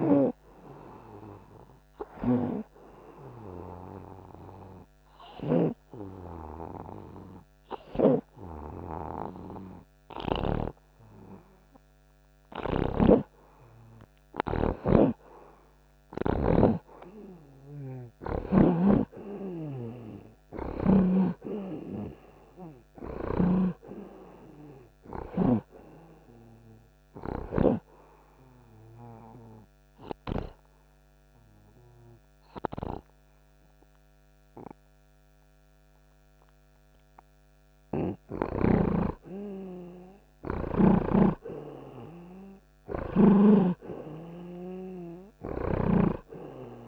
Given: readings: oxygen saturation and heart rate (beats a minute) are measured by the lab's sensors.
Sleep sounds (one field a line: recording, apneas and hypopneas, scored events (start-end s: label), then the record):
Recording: breathing in sleep by a microphone on the trachea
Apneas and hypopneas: 2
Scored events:
0.00-2.50 s: oxygen desaturation (device-marked, oxygen 83% lowest)
0.00-6.00 s: snoring (device-marked)
4.50-16.00 s: hypopnea (oxygen 94% before, 85% lowest)
9.50-14.50 s: oxygen desaturation (device-marked, oxygen 93% before, 90% lowest)
13.00-17.00 s: snoring (device-marked)
18.00-22.00 s: arousal
19.00-28.00 s: snoring (device-marked)
26.50-40.50 s: oxygen desaturation (device-marked, oxygen 91% before, 86% lowest)
29.50-39.50 s: obstructive apnea (oxygen 93% before, 85% lowest)
41.00-45.00 s: arousal
From the record:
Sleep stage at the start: N2 (light sleep)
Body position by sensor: on the right side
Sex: male